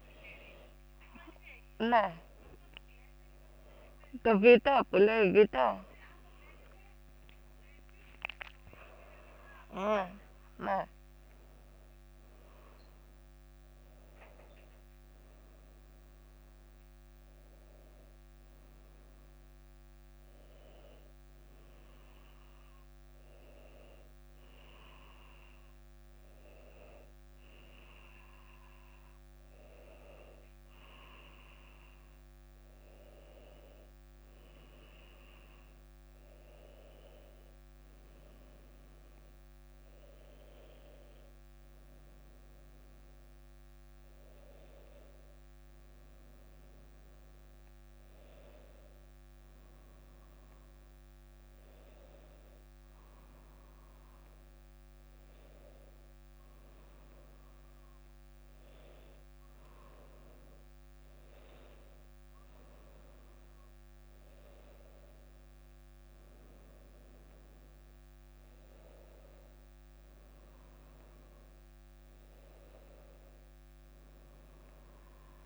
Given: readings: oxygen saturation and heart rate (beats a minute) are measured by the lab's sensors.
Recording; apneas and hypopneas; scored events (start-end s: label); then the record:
a person awake in a sleep study, by a microphone on the trachea; none
60.00-75.46 s: new sleep stage, N1 (lightest sleep)
From the record:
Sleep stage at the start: awake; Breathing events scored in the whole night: 226 in 3.5 hours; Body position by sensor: on the back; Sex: female